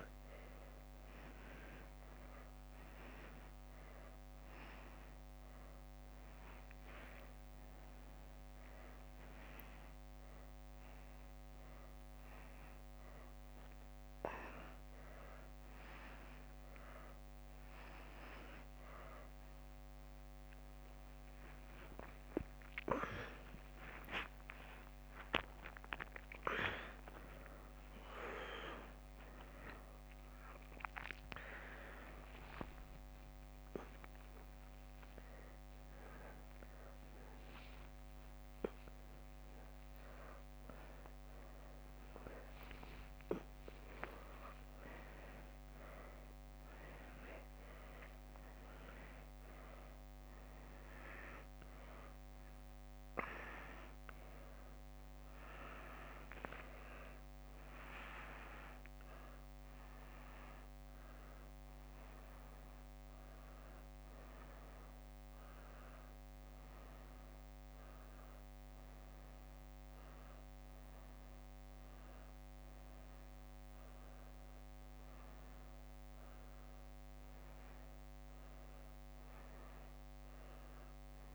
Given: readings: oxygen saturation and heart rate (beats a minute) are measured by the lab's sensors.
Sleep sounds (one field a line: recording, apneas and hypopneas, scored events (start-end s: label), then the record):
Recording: a person awake in a sleep study, by a microphone on the trachea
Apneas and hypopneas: none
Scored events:
0.00-4.50 s: tachycardia (device-marked, heart rate 108 extreme)
5.50-18.50 s: oxygen desaturation (device-marked, oxygen 97% before, 93% lowest, heart rate 136 before, 77 extreme)
18.50-22.50 s: tachycardia (device-marked, heart rate 78 before, 103 extreme)
23.50-31.50 s: tachycardia (device-marked, heart rate 78 before, 129 extreme)
50.50-53.50 s: leg movement (device-marked)
54.00-55.50 s: leg movement (device-marked)
59.00-64.00 s: leg movement (device-marked)
70.00-75.50 s: leg movement (device-marked)
From the record:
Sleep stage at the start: awake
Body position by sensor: on the back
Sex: female